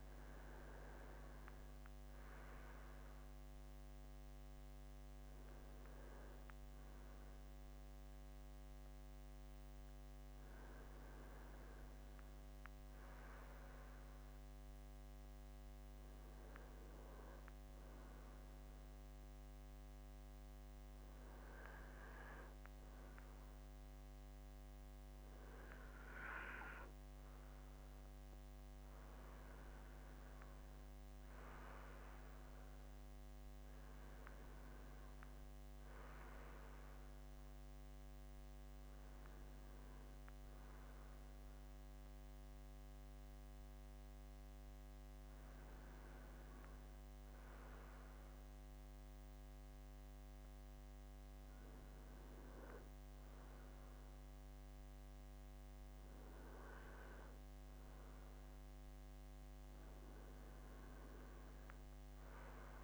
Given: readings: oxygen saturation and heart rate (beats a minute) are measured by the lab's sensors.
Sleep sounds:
breathing in sleep, hard to hear, by a microphone on the trachea; none
none scored
From the record:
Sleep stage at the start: N2 (light sleep); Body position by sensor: on the front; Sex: male

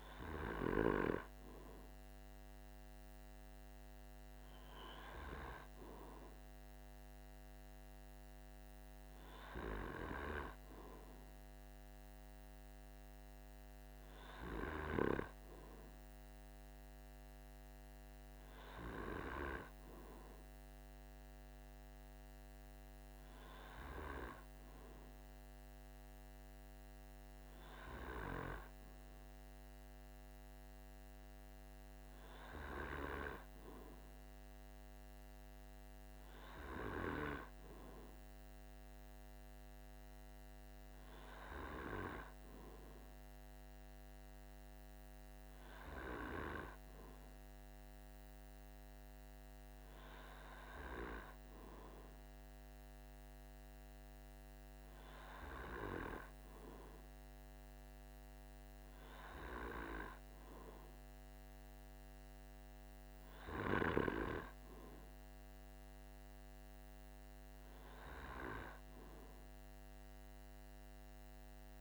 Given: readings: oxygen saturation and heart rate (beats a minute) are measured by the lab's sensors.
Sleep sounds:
breathing in sleep by a microphone on the trachea; none
none scored
From the record:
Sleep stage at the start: N2 (light sleep); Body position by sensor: on the back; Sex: male

